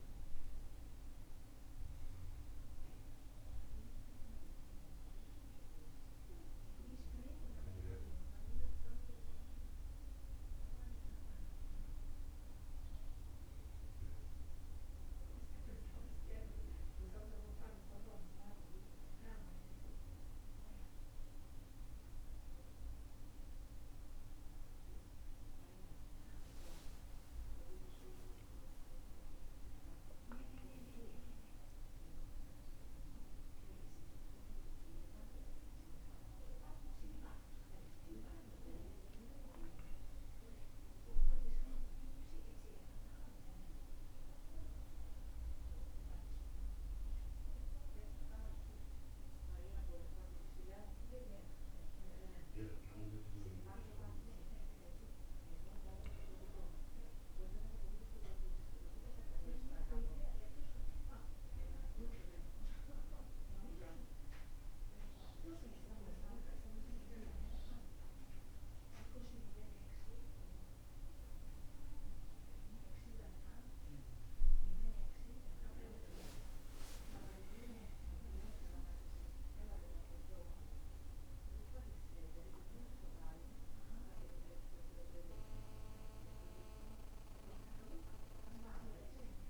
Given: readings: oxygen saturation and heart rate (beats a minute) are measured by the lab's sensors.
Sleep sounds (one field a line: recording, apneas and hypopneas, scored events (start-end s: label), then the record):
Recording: breathing in sleep by a room microphone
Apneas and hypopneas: none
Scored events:
30.00-34.50 s: arousal
From the record:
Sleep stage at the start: N2 (light sleep)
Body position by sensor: on the back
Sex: male